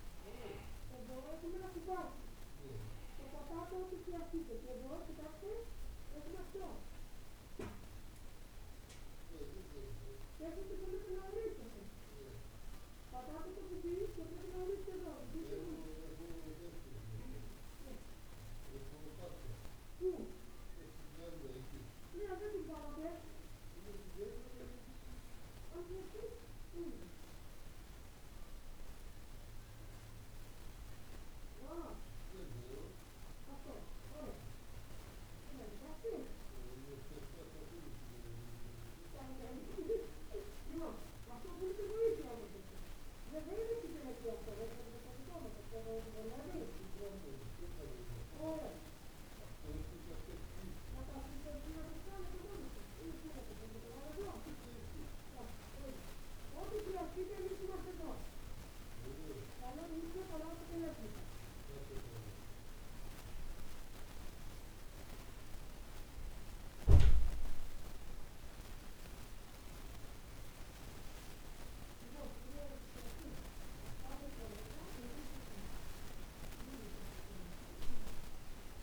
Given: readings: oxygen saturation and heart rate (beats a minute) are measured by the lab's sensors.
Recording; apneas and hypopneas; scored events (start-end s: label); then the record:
breathing in sleep by a room microphone; none
none scored
From the record:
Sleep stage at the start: N2 (light sleep); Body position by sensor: on the back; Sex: male